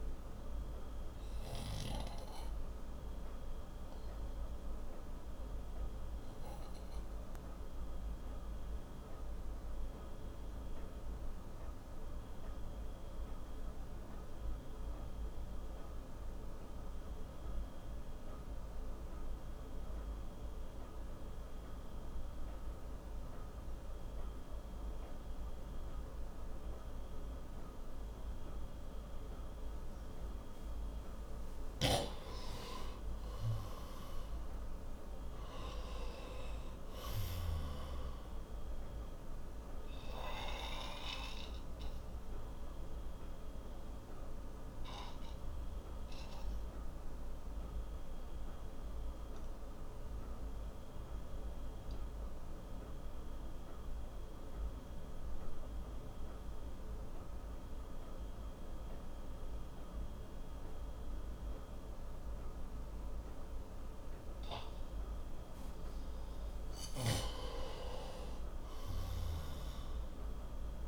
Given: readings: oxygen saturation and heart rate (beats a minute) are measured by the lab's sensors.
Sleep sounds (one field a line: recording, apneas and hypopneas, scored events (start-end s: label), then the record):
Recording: breathing in sleep by a room microphone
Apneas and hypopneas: 2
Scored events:
0.50-31.00 s: obstructive apnea (oxygen 94% before, 88% lowest, heart rate 65 before, 56 extreme, up 11 after)
1.50-18.50 s: oxygen desaturation (device-marked, oxygen 94% before, 88% lowest, heart rate 65 before, 56 extreme)
32.00-38.00 s: snoring (device-marked)
32.50-36.50 s: arousal
36.50-61.50 s: oxygen desaturation (device-marked, oxygen 97% before, 90% lowest, heart rate 60 before, 59 extreme)
40.50-65.50 s: obstructive apnea (oxygen 97% before, 89% lowest, heart rate 63 before, 58 extreme, up 7 after)
68.00-70.88 s: arousal
From the record:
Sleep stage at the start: N2 (light sleep)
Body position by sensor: on the right side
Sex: male